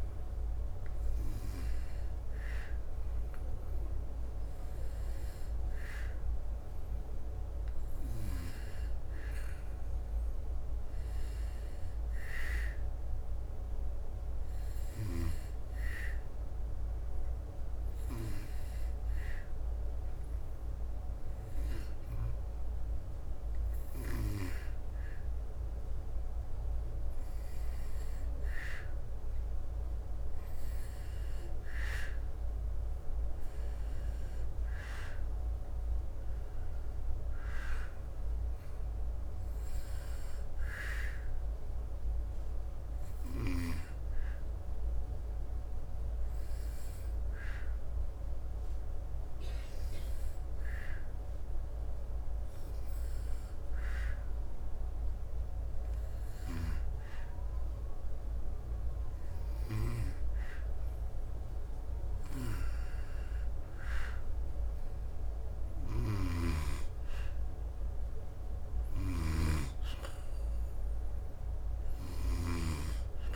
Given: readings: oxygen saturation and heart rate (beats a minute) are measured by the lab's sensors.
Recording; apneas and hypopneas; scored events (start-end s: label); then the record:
breathing in sleep by a room microphone; 2
0.00-18.00 s: oxygen desaturation (device-marked, oxygen 89% lowest, heart rate 75 extreme)
15.00-26.00 s: hypopnea (oxygen 93% before, 87% lowest, heart rate 74 before, 75 extreme, up 2 after)
33.50-38.00 s: arousal
43.00-54.00 s: oxygen desaturation (device-marked, oxygen 91% before, 87% lowest, heart rate 76 before, 72 extreme)
49.00-63.00 s: hypopnea (oxygen 91% before, 87% lowest, heart rate 76 before, 72 extreme, up 0 after)
65.50-70.00 s: arousal
From the record:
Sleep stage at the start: N2 (light sleep); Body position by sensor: on the back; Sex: male